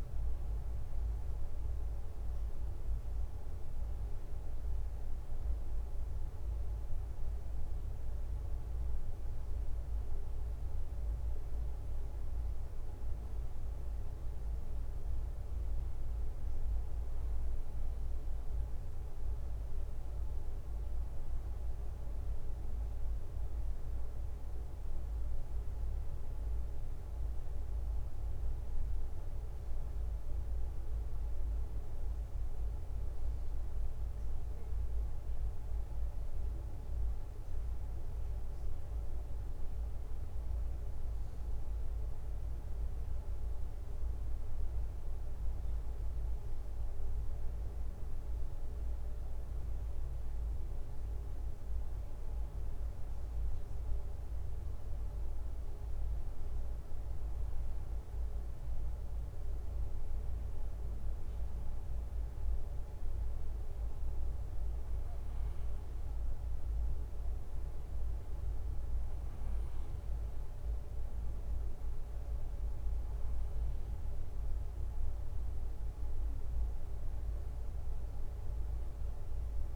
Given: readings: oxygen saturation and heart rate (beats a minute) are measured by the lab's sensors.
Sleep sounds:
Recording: breathing in sleep, hard to hear, by a room microphone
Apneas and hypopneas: none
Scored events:
29.50-34.50 s: arousal
From the record:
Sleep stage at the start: N2 (light sleep)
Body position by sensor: on the right side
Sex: male

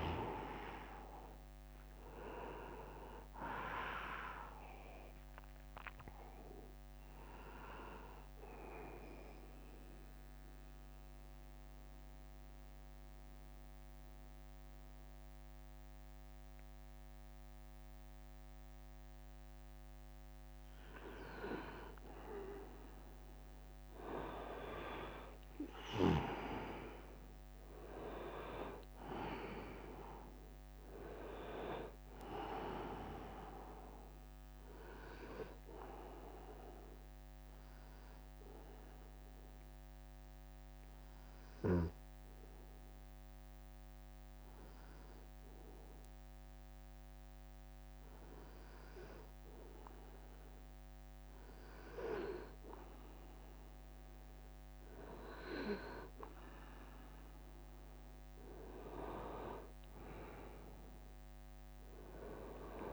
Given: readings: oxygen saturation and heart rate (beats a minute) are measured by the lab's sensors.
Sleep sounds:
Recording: breathing in sleep by a microphone on the trachea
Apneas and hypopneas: 2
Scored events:
9.00-19.50 s: central apnea (oxygen 100% before, 87% lowest, heart rate 74 before, 65 extreme, up 15 after)
15.00-62.93 s: new sleep stage, N2 (light sleep)
21.50-24.50 s: arousal
24.00-49.00 s: oxygen desaturation (device-marked, oxygen 99% before, 87% lowest, heart rate 77 before, 47 extreme)
32.00-34.00 s: long interval between heartbeats (device-marked, heart rate 77 before, 88 extreme)
37.00-48.50 s: obstructive apnea (oxygen 99% before, 87% lowest, heart rate 78 before, 47 extreme, up 5 after)
40.50-42.50 s: long interval between heartbeats (device-marked, heart rate 77 before, 76 extreme)
46.00-48.00 s: long interval between heartbeats (device-marked, heart rate 74 before, 65 extreme)
48.00-52.00 s: bradycardia (device-marked, heart rate 81 before, 48 extreme)
49.50-51.50 s: long interval between heartbeats (device-marked, heart rate 73 before, 70 extreme)
52.50-55.00 s: arousal
61.50-62.93 s: long interval between heartbeats (device-marked, heart rate 66 before, 80 extreme)
From the record:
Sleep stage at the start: N1 (lightest sleep)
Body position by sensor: on the right side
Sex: male

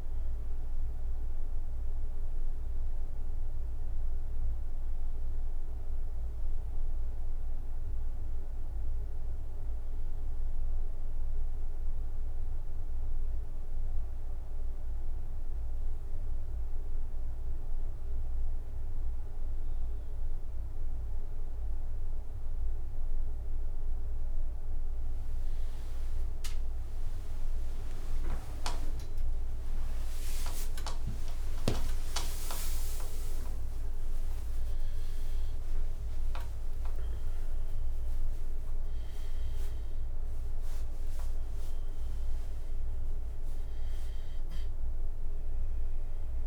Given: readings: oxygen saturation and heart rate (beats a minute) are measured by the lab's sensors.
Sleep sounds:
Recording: a person awake in a sleep study, by a room microphone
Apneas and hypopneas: none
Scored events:
12.00-46.47 s: new sleep stage, awake
25.00-41.00 s: tachycardia (device-marked, heart rate 73 before, 138 extreme)
27.50-29.50 s: long interval between heartbeats (device-marked, heart rate 75 before, 98 extreme)
29.50-31.50 s: long interval between heartbeats (device-marked, heart rate 78 before, 107 extreme)
33.00-35.00 s: long interval between heartbeats (device-marked, heart rate 86 before, 129 extreme)
36.50-38.50 s: long interval between heartbeats (device-marked, heart rate 95 before, 129 extreme)
38.50-40.50 s: long interval between heartbeats (device-marked, heart rate 101 before, 118 extreme)
From the record:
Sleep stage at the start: N2 (light sleep)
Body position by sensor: on the right side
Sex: male

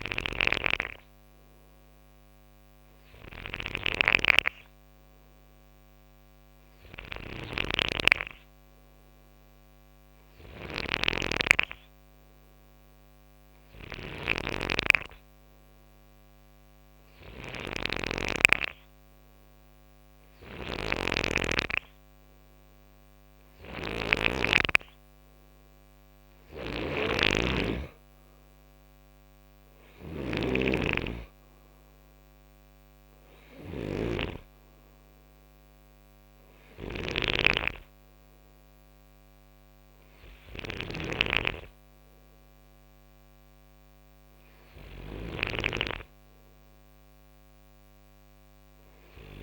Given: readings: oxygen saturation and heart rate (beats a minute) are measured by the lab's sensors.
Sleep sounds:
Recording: breathing in sleep by a microphone on the trachea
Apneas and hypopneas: none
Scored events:
0.00-49.43 s: snoring (device-marked)
From the record:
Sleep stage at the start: N2 (light sleep)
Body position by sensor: on the right side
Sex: male

